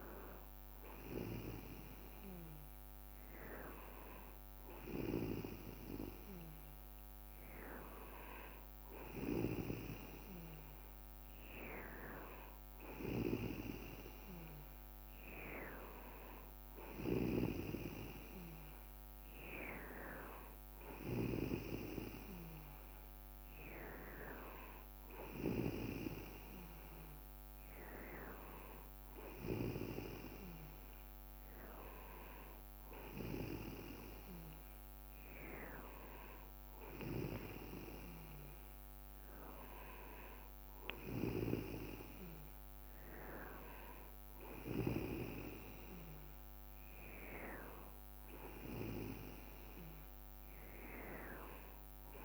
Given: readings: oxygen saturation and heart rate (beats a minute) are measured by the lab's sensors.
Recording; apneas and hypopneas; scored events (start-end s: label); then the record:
breathing in sleep by a microphone on the trachea; none
29.50-31.50 s: leg movement (device-marked)
From the record:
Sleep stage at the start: N2 (light sleep); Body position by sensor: on the back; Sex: male